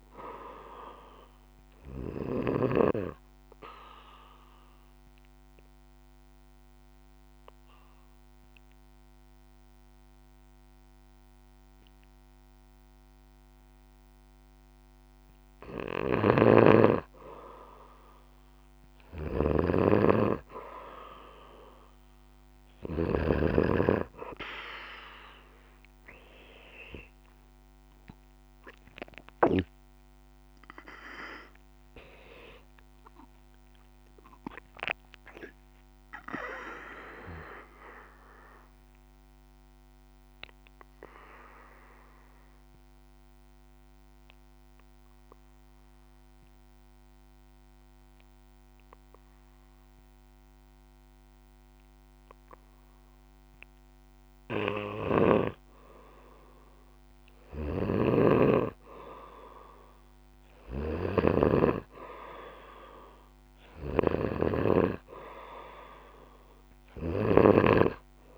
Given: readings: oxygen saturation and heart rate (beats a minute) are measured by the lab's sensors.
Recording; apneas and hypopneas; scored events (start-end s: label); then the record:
breathing in sleep by a microphone on the trachea; 2
2.50-15.50 s: obstructive apnea (oxygen 96% before, 92% lowest, heart rate 60 before, 62 extreme, up 0 after)
16.00-23.00 s: snoring (device-marked)
25.50-30.00 s: arousal
34.50-53.50 s: obstructive apnea (oxygen 95% before, 92% lowest, heart rate 64 before, 58 extreme, up 1 after)
54.50-67.50 s: snoring (device-marked)
57.50-61.00 s: arousal
61.00-68.37 s: oxygen desaturation (device-marked, oxygen 98% before, 92% lowest, heart rate 61 before, 55 extreme)
From the record:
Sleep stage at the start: N2 (light sleep); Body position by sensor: on the back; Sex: male